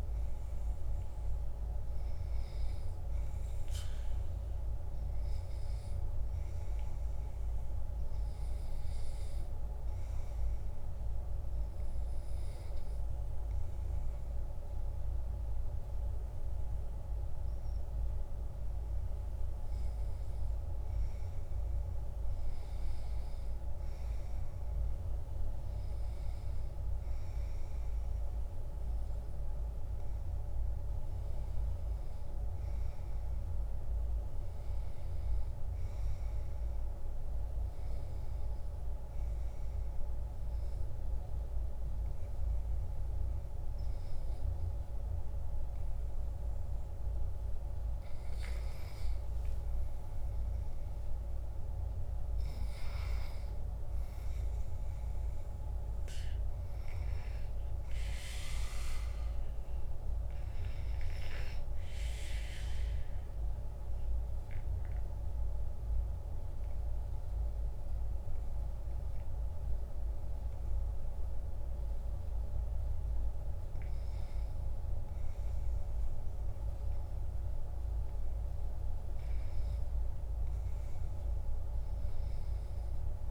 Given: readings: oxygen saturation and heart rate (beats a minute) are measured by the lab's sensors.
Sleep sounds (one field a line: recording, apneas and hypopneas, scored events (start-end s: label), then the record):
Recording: breathing in sleep, hard to hear, by a room microphone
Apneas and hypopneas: 1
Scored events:
62.00-72.50 s: obstructive apnea (oxygen 97% before, 94% lowest, heart rate 69 before, 68 extreme, up 0 after)
75.00-78.00 s: arousal
From the record:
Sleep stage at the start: REM sleep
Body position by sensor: on the back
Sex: male